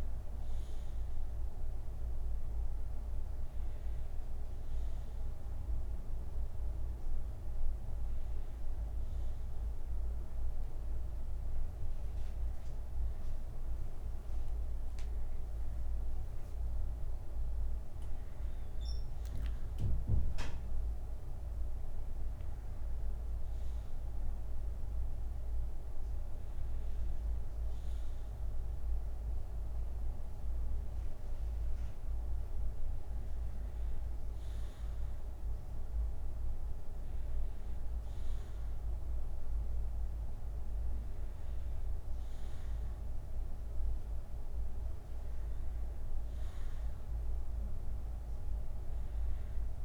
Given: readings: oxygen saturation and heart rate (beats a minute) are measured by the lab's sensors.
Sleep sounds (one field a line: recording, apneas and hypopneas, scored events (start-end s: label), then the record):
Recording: breathing in sleep, hard to hear, by a room microphone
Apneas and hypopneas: none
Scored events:
27.00-29.00 s: bradycardia (device-marked, heart rate 72 before, 63 extreme)
From the record:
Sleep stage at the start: N2 (light sleep)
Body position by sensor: on the back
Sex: male